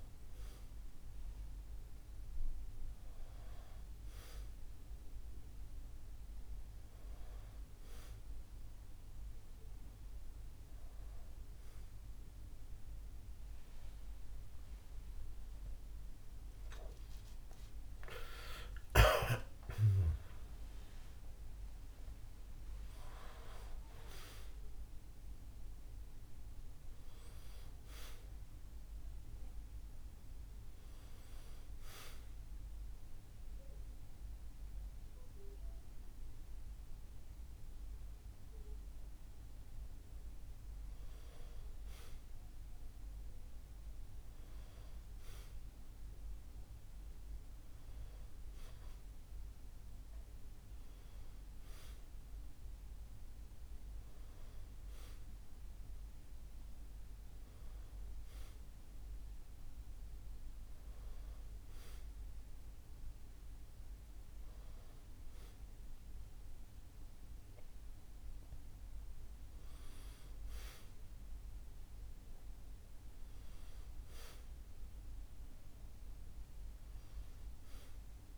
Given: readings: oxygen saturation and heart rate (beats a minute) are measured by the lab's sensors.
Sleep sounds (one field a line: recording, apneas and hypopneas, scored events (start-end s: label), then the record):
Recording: a person awake in a sleep study, by a room microphone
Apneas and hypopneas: none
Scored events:
17.50-22.50 s: arousal
From the record:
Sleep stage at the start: awake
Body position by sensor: on the back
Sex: male